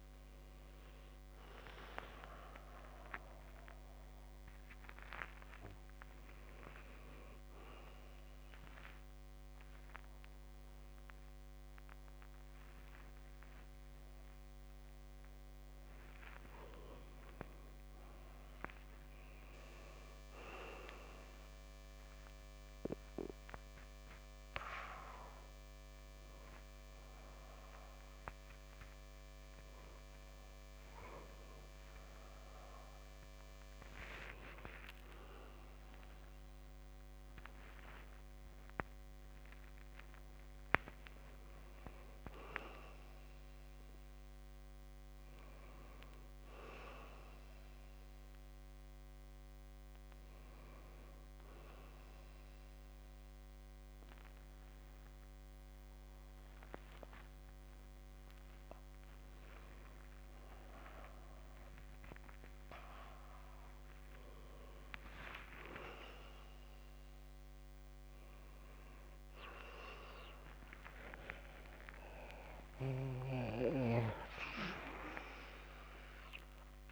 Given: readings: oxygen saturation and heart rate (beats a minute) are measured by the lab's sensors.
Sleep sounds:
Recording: a person awake in a sleep study, by a microphone on the trachea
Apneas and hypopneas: none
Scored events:
4.00-6.00 s: long interval between heartbeats (device-marked, heart rate 70 before, 96 extreme)
7.50-9.50 s: long interval between heartbeats (device-marked, heart rate 78 before, 126 extreme)
10.00-12.00 s: long interval between heartbeats (device-marked, heart rate 83 before, 106 extreme)
13.00-15.00 s: long interval between heartbeats (device-marked, heart rate 88 before, 105 extreme)
16.50-18.50 s: long interval between heartbeats (device-marked, heart rate 101 before, 171 extreme)
23.50-25.50 s: long interval between heartbeats (device-marked, heart rate 129 before, 104 extreme)
38.50-40.50 s: long interval between heartbeats (device-marked, heart rate 96 before, 92 extreme)
40.50-42.50 s: long interval between heartbeats (device-marked, heart rate 89 before, 121 extreme)
57.50-59.50 s: long interval between heartbeats (device-marked, heart rate 91 before, 88 extreme)
62.50-64.50 s: long interval between heartbeats (device-marked, heart rate 86 before, 88 extreme)
65.00-67.00 s: long interval between heartbeats (device-marked, heart rate 82 before, 106 extreme)
72.00-74.00 s: long interval between heartbeats (device-marked, heart rate 86 before, 89 extreme)
From the record:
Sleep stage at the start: awake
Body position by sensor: on the back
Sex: male

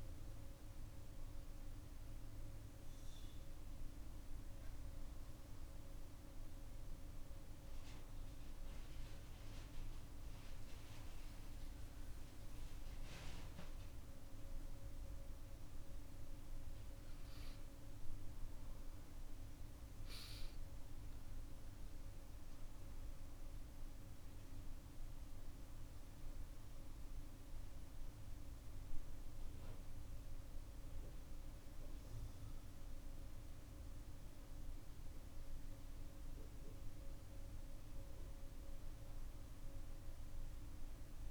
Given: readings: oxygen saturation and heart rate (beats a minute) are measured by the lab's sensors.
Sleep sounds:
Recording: breathing in sleep, hard to hear, by a room microphone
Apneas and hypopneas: none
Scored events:
13.50-41.31 s: new sleep stage, N2 (light sleep)
From the record:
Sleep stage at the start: N1 (lightest sleep)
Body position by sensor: on the back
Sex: female

